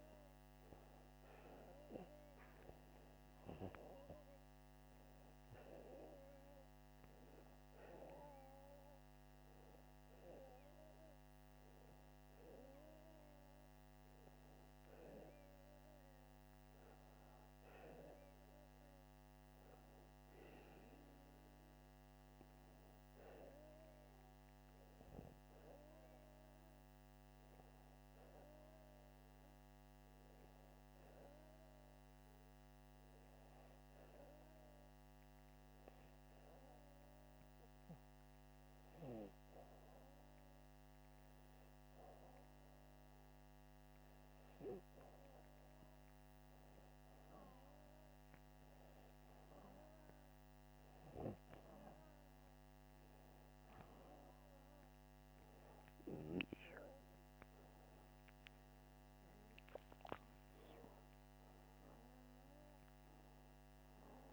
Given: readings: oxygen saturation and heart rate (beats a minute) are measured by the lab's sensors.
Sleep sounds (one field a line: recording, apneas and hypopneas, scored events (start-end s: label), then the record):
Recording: breathing in sleep by a microphone on the trachea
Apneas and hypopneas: 1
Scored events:
29.00-40.00 s: hypopnea (oxygen 96% before, 94% lowest, heart rate 85 before, 82 extreme, up 3 after)
42.50-45.50 s: arousal
59.50-64.00 s: arousal
From the record:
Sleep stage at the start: N2 (light sleep)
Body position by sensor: upright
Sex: male